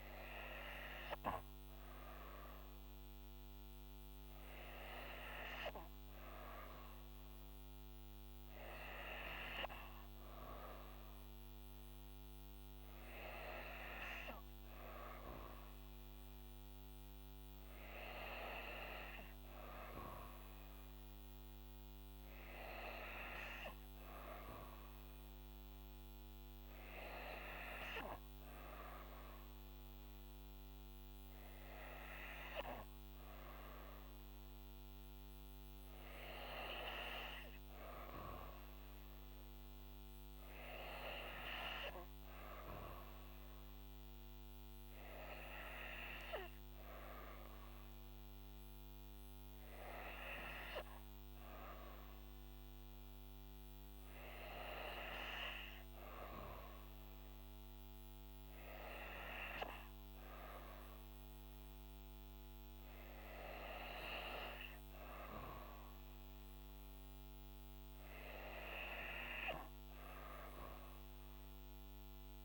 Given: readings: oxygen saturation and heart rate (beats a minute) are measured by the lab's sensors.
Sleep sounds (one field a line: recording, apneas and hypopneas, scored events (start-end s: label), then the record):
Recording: breathing in sleep by a microphone on the trachea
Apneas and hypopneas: none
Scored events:
none scored
From the record:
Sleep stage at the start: N2 (light sleep)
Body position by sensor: on the back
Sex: female